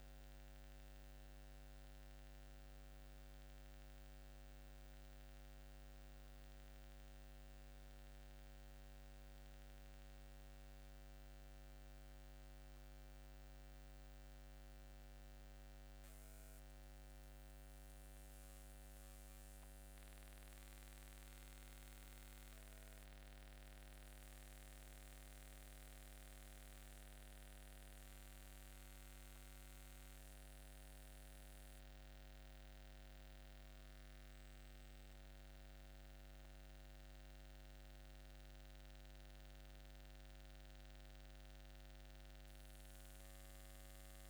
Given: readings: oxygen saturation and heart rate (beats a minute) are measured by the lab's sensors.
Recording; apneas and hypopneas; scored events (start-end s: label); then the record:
breathing in sleep, hard to hear, by a microphone on the trachea; none
none scored
From the record:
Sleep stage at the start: N2 (light sleep); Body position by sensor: upright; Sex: male